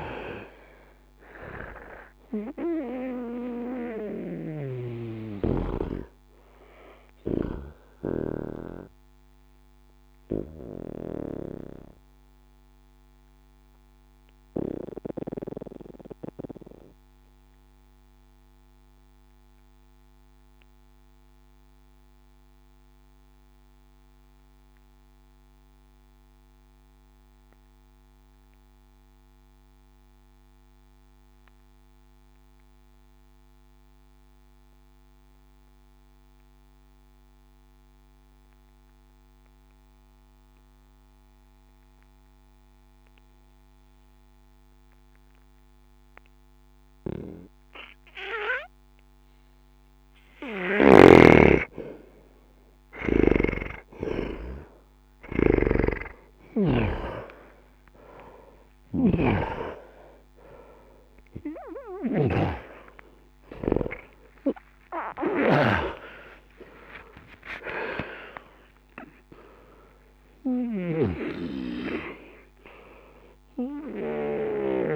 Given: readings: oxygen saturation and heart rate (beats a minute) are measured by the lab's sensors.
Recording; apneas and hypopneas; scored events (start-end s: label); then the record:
breathing in sleep by a microphone on the trachea; 1
0.00-24.00 s: oxygen desaturation (device-marked, oxygen 79% lowest, heart rate 59 extreme)
12.50-49.50 s: mixed apnea (oxygen 93% before, 79% lowest, heart rate 70 before, 59 extreme, up 13 after)
45.00-74.96 s: oxygen desaturation (device-marked, oxygen 99% before, 80% lowest, heart rate 61 before, 60 extreme)
50.50-55.50 s: snoring (device-marked)
55.50-60.50 s: arousal
From the record:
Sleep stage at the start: N2 (light sleep); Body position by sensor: on the back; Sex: male